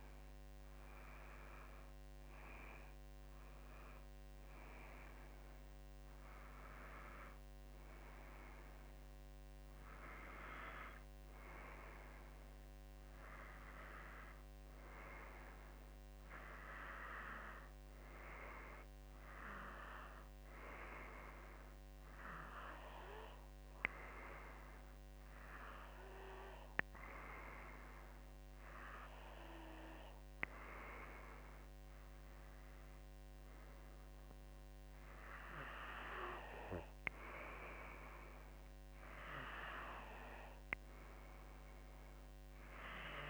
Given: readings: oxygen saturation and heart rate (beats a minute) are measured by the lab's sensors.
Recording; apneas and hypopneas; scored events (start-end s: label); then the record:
breathing in sleep by a microphone on the trachea; none
none scored
From the record:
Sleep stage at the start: N2 (light sleep); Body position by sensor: on the back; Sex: female